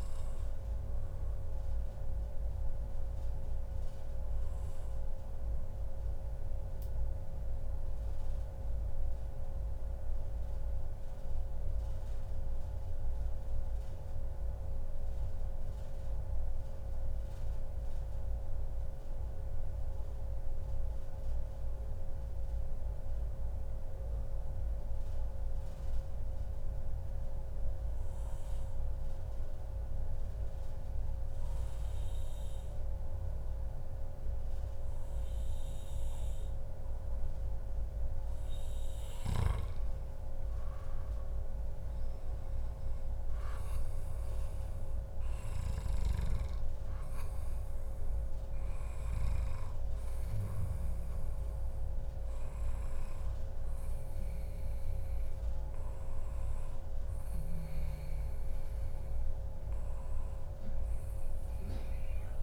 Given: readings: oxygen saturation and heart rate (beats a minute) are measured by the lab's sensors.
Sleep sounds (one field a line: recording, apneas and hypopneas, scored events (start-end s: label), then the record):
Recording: breathing in sleep, hard to hear, by a room microphone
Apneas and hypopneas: 1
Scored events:
1.00-37.50 s: mixed apnea (oxygen 97% before, 94% lowest, heart rate 134 before, 94 extreme, up 1 after)
39.50-43.00 s: arousal
40.50-47.50 s: oxygen desaturation (device-marked, oxygen 98% before, 95% lowest, heart rate 141 before, 123 extreme)
50.00-52.00 s: long interval between heartbeats (device-marked, heart rate 141 before, 133 extreme)
From the record:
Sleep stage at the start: N2 (light sleep)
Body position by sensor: on the back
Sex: male